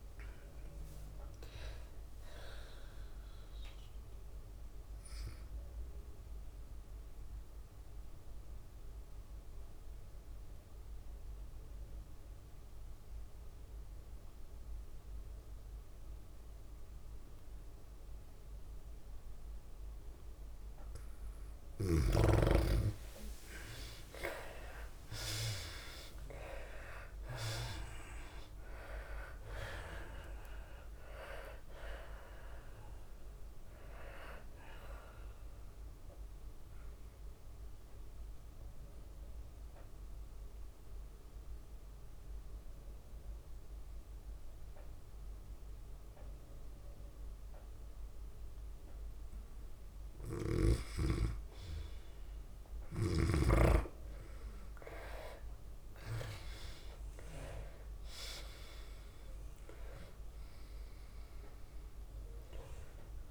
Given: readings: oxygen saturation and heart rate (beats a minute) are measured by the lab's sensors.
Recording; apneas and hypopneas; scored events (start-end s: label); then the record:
breathing in sleep by a room microphone; 2
0.00-16.00 s: oxygen desaturation (device-marked, oxygen 87% lowest)
2.00-17.00 s: bradycardia (device-marked)
2.50-4.50 s: long interval between heartbeats (device-marked, heart rate 103 before, 68 extreme)
5.50-7.50 s: long interval between heartbeats (device-marked, heart rate 107 before, 52 extreme)
5.50-21.50 s: obstructive apnea (oxygen 99% before, 83% lowest)
12.00-18.00 s: drop in pulse transit time (device-marked)
14.00-16.00 s: long interval between heartbeats (device-marked, heart rate 80 before, 35 extreme)
17.50-19.50 s: long interval between heartbeats (device-marked, heart rate 66 before, 50 extreme)
20.50-22.50 s: long interval between heartbeats (device-marked, heart rate 53 before, 65 extreme)
23.00-26.50 s: arousal
23.50-25.50 s: long interval between heartbeats (device-marked, heart rate 48 before, 64 extreme)
25.00-50.00 s: oxygen desaturation (device-marked, oxygen 97% before, 83% lowest)
37.50-50.00 s: obstructive apnea (oxygen 97% before, 83% lowest)
42.00-63.31 s: bradycardia (device-marked)
49.00-62.00 s: drop in pulse transit time (device-marked, heart rate 54 before, 27 extreme)
51.00-53.00 s: long interval between heartbeats (device-marked, heart rate 50 before, 33 extreme)
52.50-55.50 s: arousal
57.50-59.50 s: long interval between heartbeats (device-marked, heart rate 41 before, 48 extreme)
61.00-63.31 s: oxygen desaturation (device-marked, oxygen 98% before, 86% lowest, heart rate 37 before, 29 extreme)
From the record:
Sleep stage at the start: N2 (light sleep); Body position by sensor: on the left side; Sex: female